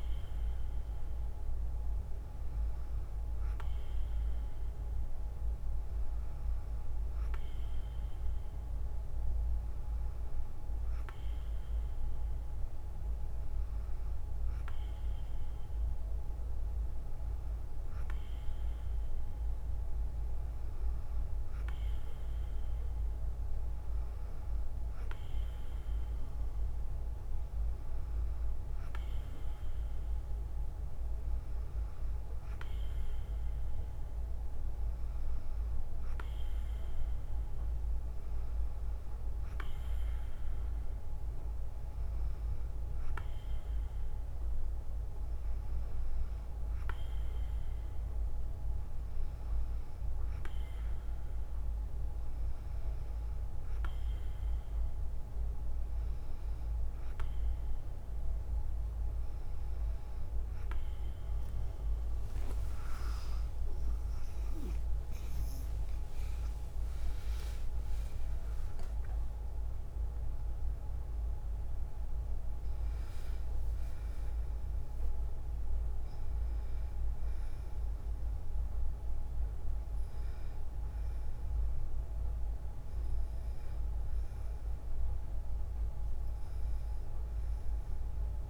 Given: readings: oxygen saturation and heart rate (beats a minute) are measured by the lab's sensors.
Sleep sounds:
breathing in sleep, hard to hear, by a room microphone; none
62.50-64.50 s: long interval between heartbeats (device-marked, heart rate 62 before, 91 extreme)
63.00-68.50 s: arousal
71.50-88.50 s: new sleep stage, N2 (light sleep)
From the record:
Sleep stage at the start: N3 (deep sleep); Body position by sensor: on the right side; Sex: female

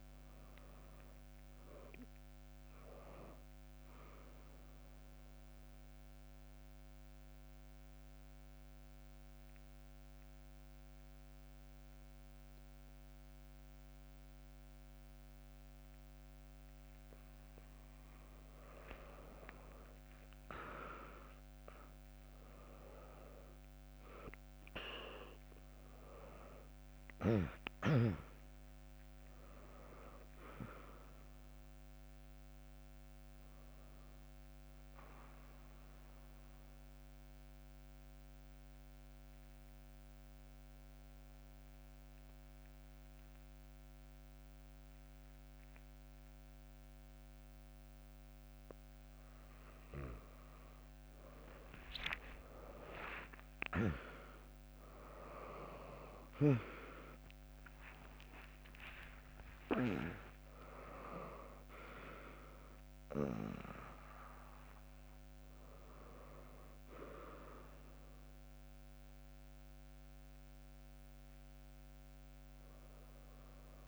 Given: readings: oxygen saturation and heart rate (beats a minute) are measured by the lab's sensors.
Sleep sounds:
breathing in sleep by a microphone on the trachea; 2
0.00-3.50 s: drop in pulse transit time (device-marked, heart rate 75 extreme)
0.00-9.50 s: oxygen desaturation (device-marked, oxygen 96% lowest, heart rate 61 extreme)
5.50-19.00 s: central apnea (oxygen 99% before, 95% lowest, heart rate 78 before, 61 extreme)
20.50-25.00 s: arousal
28.50-42.50 s: drop in pulse transit time (device-marked, heart rate 69 before, 70 extreme)
35.00-49.50 s: mixed apnea (oxygen 100% before, 95% lowest, heart rate 71 before, 61 extreme)
52.00-58.50 s: arousal
56.50-73.88 s: oxygen desaturation (device-marked, oxygen 99% before, 95% lowest, heart rate 72 before, 64 extreme)
57.50-69.50 s: drop in pulse transit time (device-marked, heart rate 71 before, 75 extreme)
58.00-60.00 s: long interval between heartbeats (device-marked, heart rate 71 before, 75 extreme)
58.50-61.50 s: tachycardia (device-marked, heart rate 77 before, 99 extreme)
From the record:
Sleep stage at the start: N2 (light sleep); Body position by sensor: on the back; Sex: female

